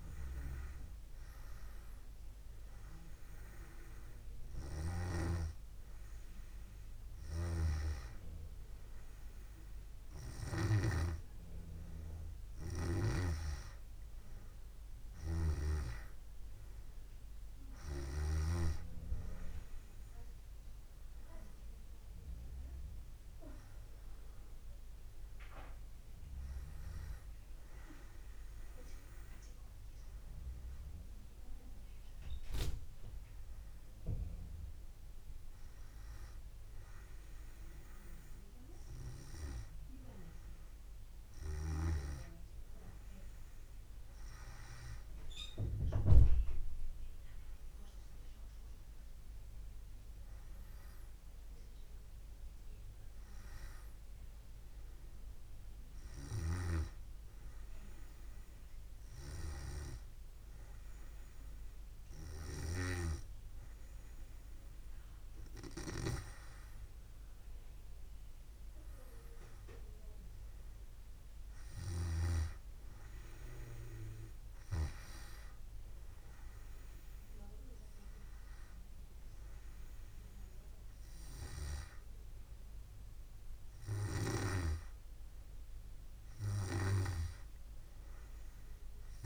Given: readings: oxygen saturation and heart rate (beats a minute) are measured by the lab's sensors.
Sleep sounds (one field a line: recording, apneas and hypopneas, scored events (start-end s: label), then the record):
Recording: breathing in sleep by a room microphone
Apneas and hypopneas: 1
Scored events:
15.50-19.00 s: snoring (device-marked)
48.50-52.00 s: arousal
56.00-67.50 s: hypopnea (oxygen 98% before, 95% lowest, heart rate 69 before, 66 extreme, up 5 after)
69.50-73.00 s: arousal
From the record:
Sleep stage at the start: N2 (light sleep)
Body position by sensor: on the back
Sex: male